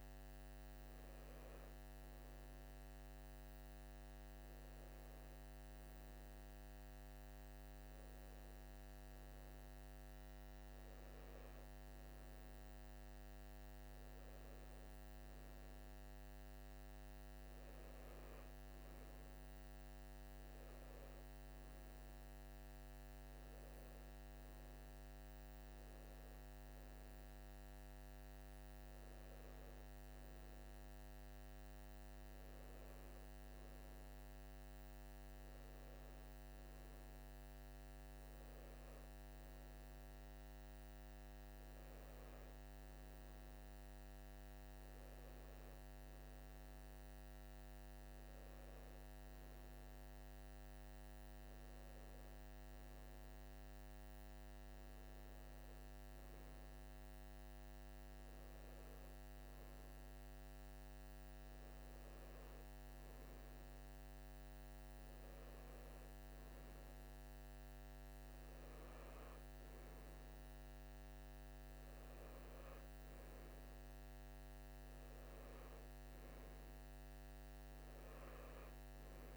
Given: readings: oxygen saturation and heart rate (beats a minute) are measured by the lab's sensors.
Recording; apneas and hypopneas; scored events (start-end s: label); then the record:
breathing in sleep, hard to hear, by a microphone on the trachea; none
none scored
From the record:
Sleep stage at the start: N2 (light sleep); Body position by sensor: on the right side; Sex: male